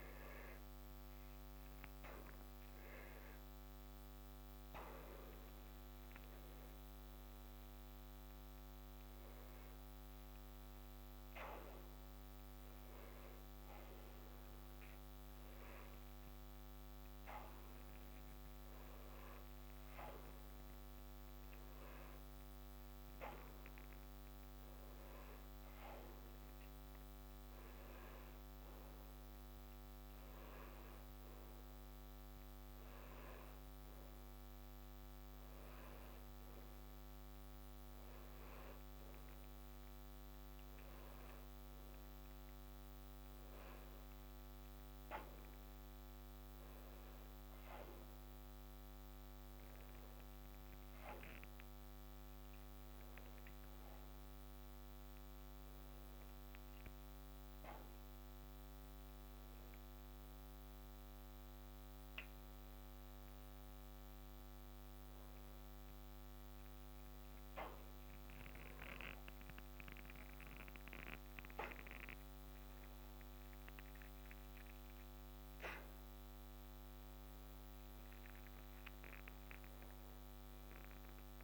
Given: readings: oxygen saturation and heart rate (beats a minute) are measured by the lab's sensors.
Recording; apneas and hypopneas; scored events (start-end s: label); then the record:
a person awake in a sleep study, hard to hear, by a microphone on the trachea; none
61.00-71.00 s: oxygen desaturation (device-marked, oxygen 98% before, 95% lowest, heart rate 98 before, 77 extreme)
78.00-81.44 s: oxygen desaturation (device-marked, oxygen 96% before, 93% lowest, heart rate 85 before, 79 extreme)
From the record:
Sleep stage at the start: awake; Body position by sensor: upright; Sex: male